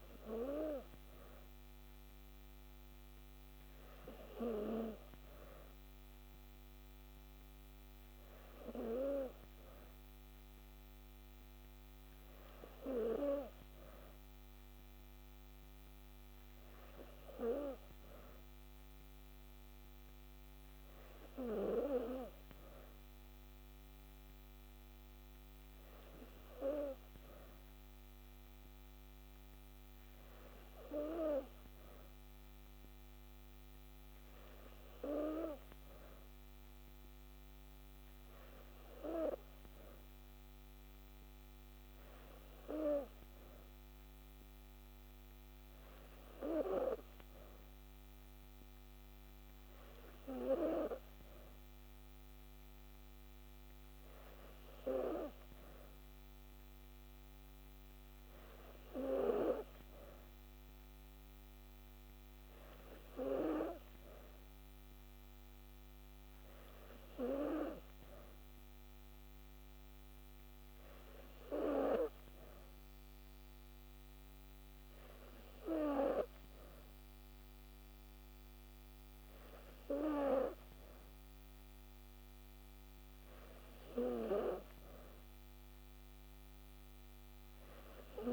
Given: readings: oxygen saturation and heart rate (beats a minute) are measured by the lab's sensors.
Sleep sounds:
breathing in sleep by a microphone on the trachea; none
none scored
From the record:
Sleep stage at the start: N3 (deep sleep); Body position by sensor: on the back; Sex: female

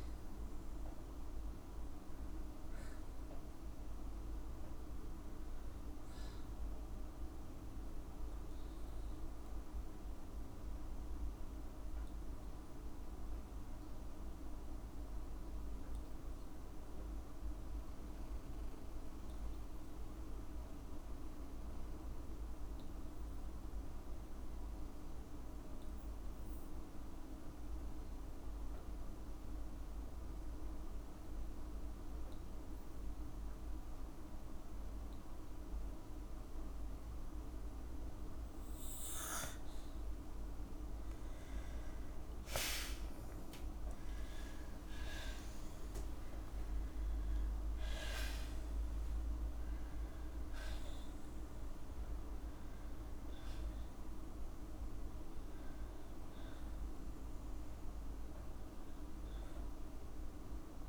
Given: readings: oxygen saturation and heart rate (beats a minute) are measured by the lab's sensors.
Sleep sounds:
breathing in sleep, hard to hear, by a room microphone; 1
6.00-39.00 s: obstructive apnea (oxygen 98% before, 90% lowest, heart rate 77 before, 55 extreme, up 5 after)
16.00-28.00 s: oxygen desaturation (device-marked, oxygen 95% before, 90% lowest, heart rate 65 before, 56 extreme)
43.00-47.00 s: arousal
From the record:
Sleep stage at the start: N2 (light sleep); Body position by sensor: on the back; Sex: female

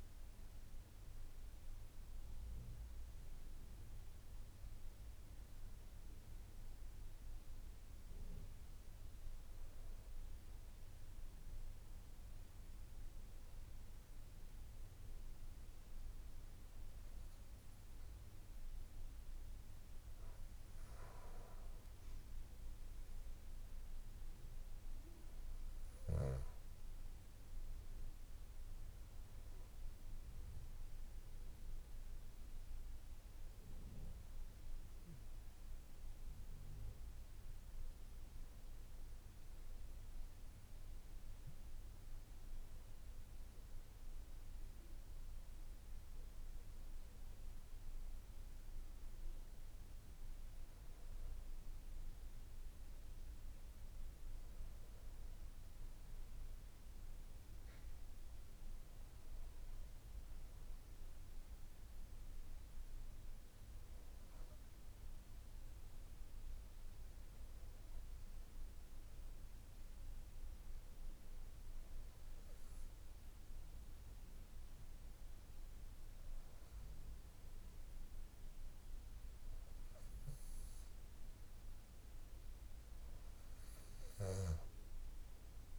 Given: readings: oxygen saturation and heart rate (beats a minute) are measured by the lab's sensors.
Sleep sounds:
breathing in sleep, hard to hear, by a room microphone; none
none scored
From the record:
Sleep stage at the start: N3 (deep sleep); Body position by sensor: on the back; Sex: male

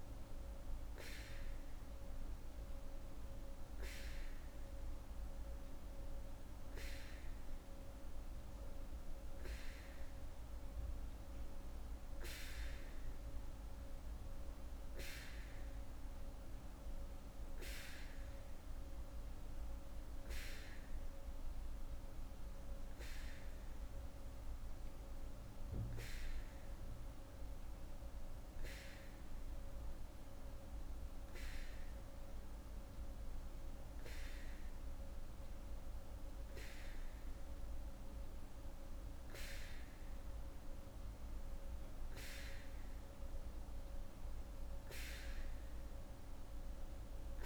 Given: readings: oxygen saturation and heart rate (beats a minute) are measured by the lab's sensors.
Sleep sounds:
breathing in sleep, hard to hear, by a room microphone; none
none scored
From the record:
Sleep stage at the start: N3 (deep sleep); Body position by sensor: on the back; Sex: female

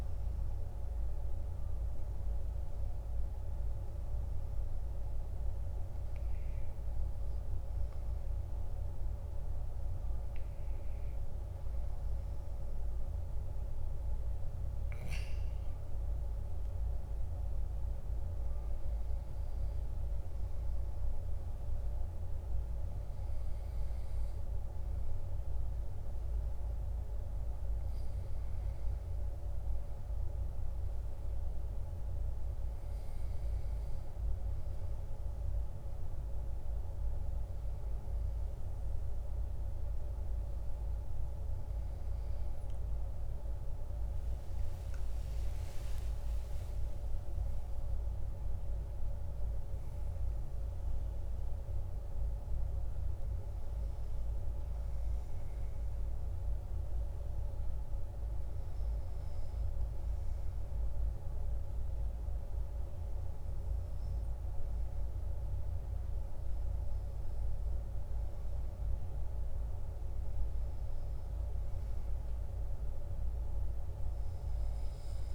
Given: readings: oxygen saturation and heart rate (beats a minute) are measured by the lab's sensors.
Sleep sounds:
breathing in sleep, hard to hear, by a room microphone; none
0.00-3.50 s: arousal
43.50-49.00 s: arousal
From the record:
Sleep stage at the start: REM sleep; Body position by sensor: on the back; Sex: male

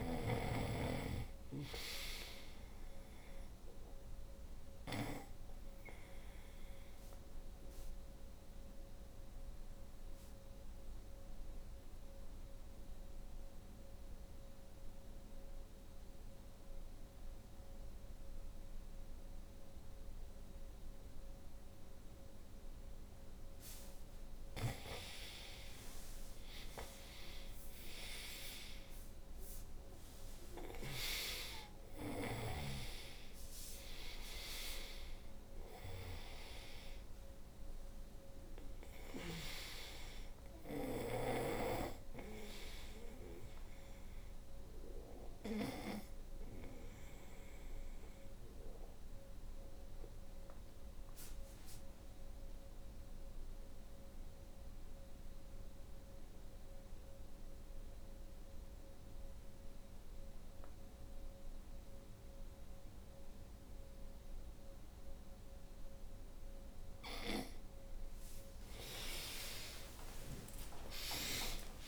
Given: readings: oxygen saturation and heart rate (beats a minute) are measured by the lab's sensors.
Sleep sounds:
breathing in sleep by a room microphone; 2
3.50-23.50 s: oxygen desaturation (device-marked, oxygen 96% before, 88% lowest, heart rate 63 before, 56 extreme)
4.00-23.00 s: obstructive apnea (oxygen 96% before, 85% lowest, heart rate 63 before, 56 extreme, up 12 after)
25.50-31.00 s: arousal
30.50-64.50 s: oxygen desaturation (device-marked, oxygen 96% before, 85% lowest, heart rate 61 before, 58 extreme)
45.50-66.00 s: obstructive apnea (oxygen 96% before, 82% lowest, heart rate 65 before, 58 extreme)
67.50-71.88 s: arousal
From the record:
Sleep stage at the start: N2 (light sleep); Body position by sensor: on the right side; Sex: female

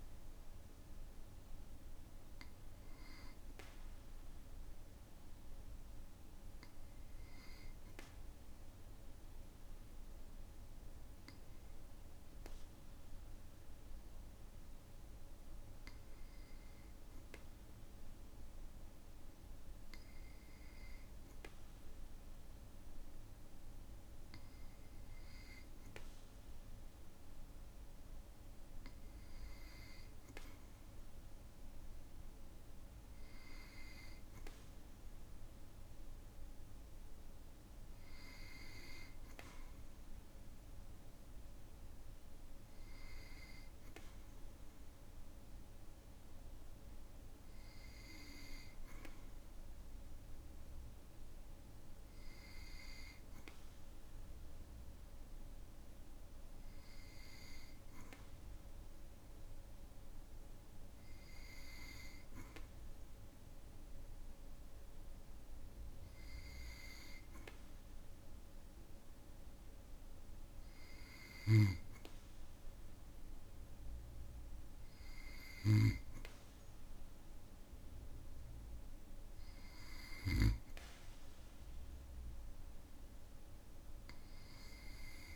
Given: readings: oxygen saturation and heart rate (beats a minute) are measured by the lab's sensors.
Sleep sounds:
breathing in sleep by a room microphone; 1
5.50-25.00 s: obstructive apnea (oxygen 98% before, 96% lowest, heart rate 57 before, 49 extreme, up 9 after)
28.00-32.00 s: arousal
From the record:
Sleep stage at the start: N2 (light sleep); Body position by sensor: on the back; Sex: male

